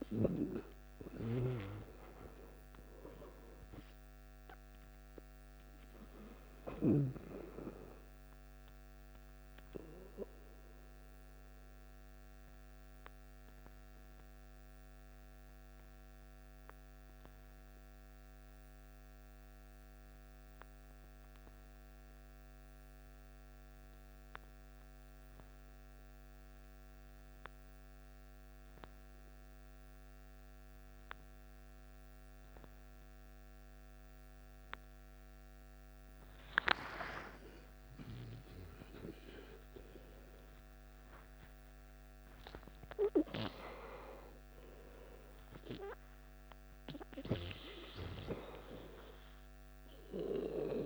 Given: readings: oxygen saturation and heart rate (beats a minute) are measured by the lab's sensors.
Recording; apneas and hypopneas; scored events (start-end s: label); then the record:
breathing in sleep by a microphone on the trachea; 1
0.00-14.50 s: oxygen desaturation (device-marked, oxygen 89% lowest, heart rate 53 extreme)
12.00-36.50 s: obstructive apnea (oxygen 96% before, 91% lowest, heart rate 66 before, 53 extreme, up 16 after)
34.50-50.86 s: oxygen desaturation (device-marked, oxygen 98% before, 92% lowest, heart rate 54 before, 53 extreme)
37.50-41.50 s: arousal
From the record:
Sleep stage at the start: N2 (light sleep); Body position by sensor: on the back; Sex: male